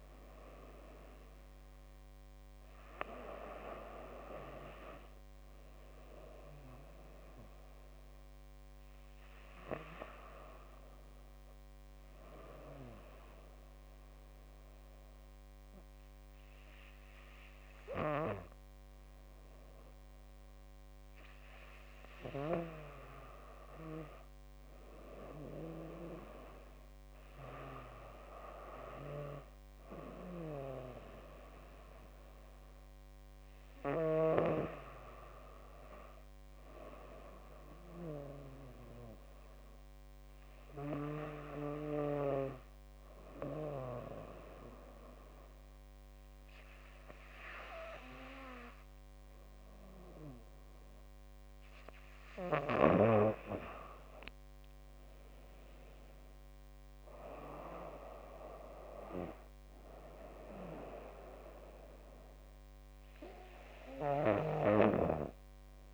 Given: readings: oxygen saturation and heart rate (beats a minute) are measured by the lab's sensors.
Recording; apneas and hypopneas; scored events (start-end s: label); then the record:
breathing in sleep by a microphone on the trachea; 2
12.50-23.00 s: obstructive apnea (oxygen 95% before, 92% lowest, heart rate 77 before, 73 extreme, up 6 after)
25.00-28.00 s: arousal
42.50-53.50 s: obstructive apnea (oxygen 95% before, 92% lowest, heart rate 79 before, 74 extreme, up 12 after)
54.50-63.50 s: drop in pulse transit time (device-marked, heart rate 76 before, 80 extreme)
55.50-59.00 s: arousal
61.50-65.94 s: oxygen desaturation (device-marked, oxygen 96% before, 92% lowest, heart rate 78 before, 76 extreme)
From the record:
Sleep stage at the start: N2 (light sleep); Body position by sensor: on the back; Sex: female